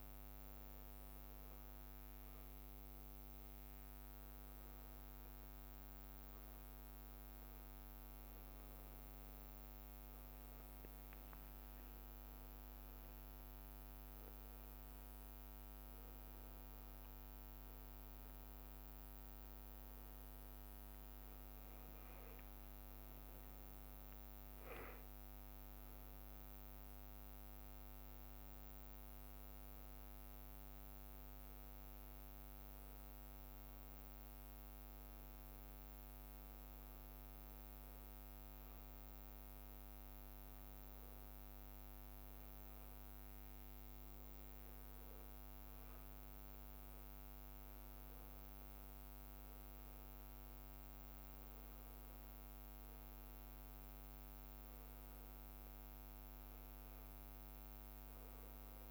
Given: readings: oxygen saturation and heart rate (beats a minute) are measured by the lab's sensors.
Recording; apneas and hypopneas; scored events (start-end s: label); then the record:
a person awake in a sleep study, hard to hear, by a microphone on the trachea; none
0.00-11.50 s: drop in pulse transit time (device-marked, heart rate 58 extreme)
0.00-13.50 s: bradycardia (device-marked, heart rate 58 extreme)
1.00-8.50 s: leg movement (device-marked)
10.50-12.50 s: leg movement (device-marked)
14.50-15.50 s: leg movement (device-marked)
16.50-18.50 s: bradycardia (device-marked, heart rate 60 before, 60 extreme)
21.50-24.00 s: leg movement (device-marked)
22.50-24.50 s: long interval between heartbeats (device-marked, heart rate 59 before, 68 extreme)
28.50-46.50 s: drop in pulse transit time (device-marked, heart rate 62 before, 58 extreme)
29.00-34.00 s: leg movement (device-marked)
32.50-48.50 s: bradycardia (device-marked, heart rate 60 before, 58 extreme)
36.00-41.50 s: leg movement (device-marked)
43.50-50.00 s: leg movement (device-marked)
52.50-58.91 s: leg movement (device-marked)
54.50-58.91 s: bradycardia (device-marked, heart rate 60 before, 59 extreme)
From the record:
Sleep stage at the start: awake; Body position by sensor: on the back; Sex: male